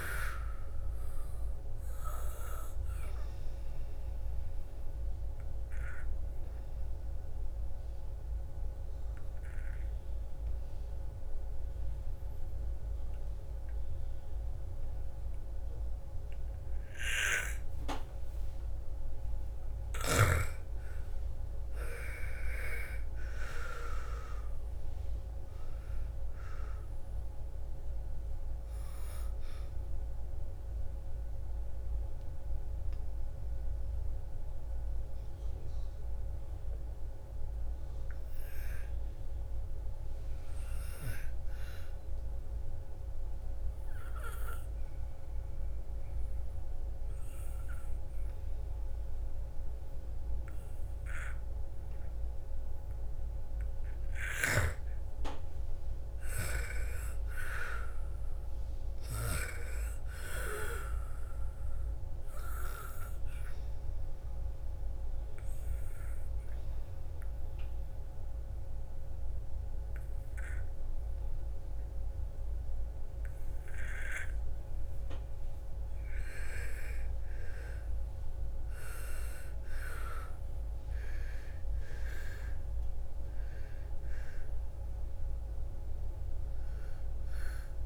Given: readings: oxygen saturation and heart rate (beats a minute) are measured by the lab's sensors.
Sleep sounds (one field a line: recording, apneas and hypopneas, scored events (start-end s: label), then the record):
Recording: breathing in sleep by a room microphone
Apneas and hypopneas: 3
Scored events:
3.00-19.00 s: obstructive apnea (oxygen 99% before, 85% lowest, heart rate 59 before, 55 extreme, up 13 after)
4.50-15.50 s: oxygen desaturation (device-marked, oxygen 98% before, 87% lowest, heart rate 59 before, 55 extreme)
21.00-24.50 s: arousal
25.50-46.50 s: oxygen desaturation (device-marked, oxygen 99% before, 85% lowest, heart rate 58 before, 58 extreme)
42.00-54.50 s: obstructive apnea (oxygen 99% before, 86% lowest, heart rate 64 before, 54 extreme, up 8 after)
56.00-59.50 s: arousal
60.50-74.50 s: oxygen desaturation (device-marked, oxygen 99% before, 86% lowest, heart rate 61 before, 54 extreme)
63.50-75.50 s: obstructive apnea (oxygen 99% before, 86% lowest, heart rate 61 before, 54 extreme, up 15 after)
80.00-84.50 s: arousal
84.50-87.86 s: oxygen desaturation (device-marked, oxygen 98% before, 90% lowest, heart rate 61 before, 55 extreme)
From the record:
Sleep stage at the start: N2 (light sleep)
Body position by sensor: on the back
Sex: female